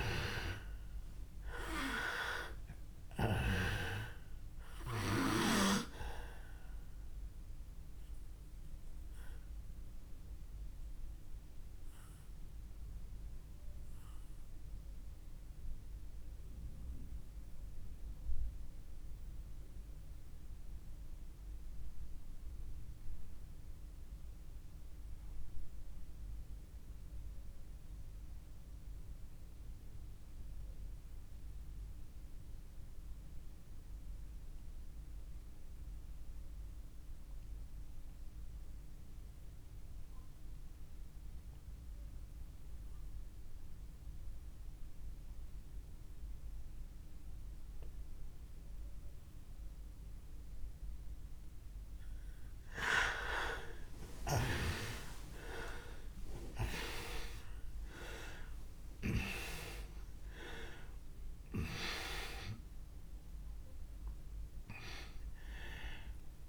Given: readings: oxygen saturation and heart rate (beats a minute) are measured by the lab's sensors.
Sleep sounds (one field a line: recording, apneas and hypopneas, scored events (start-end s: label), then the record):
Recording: breathing in sleep by a room microphone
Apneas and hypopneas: 1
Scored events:
0.00-30.50 s: oxygen desaturation (device-marked, oxygen 90% lowest)
5.50-52.00 s: obstructive apnea (oxygen 99% before, 83% lowest)
43.50-66.48 s: oxygen desaturation (device-marked, oxygen 99% before, 83% lowest)
54.00-58.50 s: arousal
From the record:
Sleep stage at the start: N2 (light sleep)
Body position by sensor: on the back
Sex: male